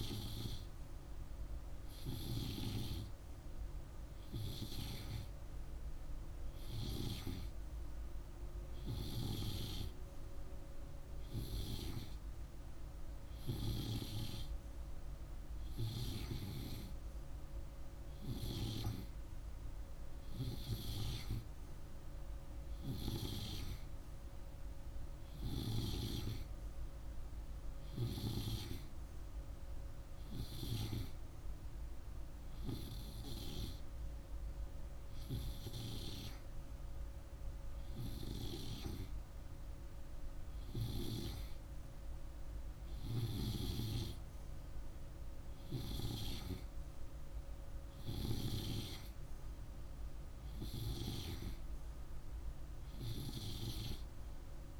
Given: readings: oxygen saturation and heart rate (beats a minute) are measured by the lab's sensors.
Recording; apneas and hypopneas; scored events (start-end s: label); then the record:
breathing in sleep by a room microphone; none
none scored
From the record:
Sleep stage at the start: N2 (light sleep); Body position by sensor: on the right side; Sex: male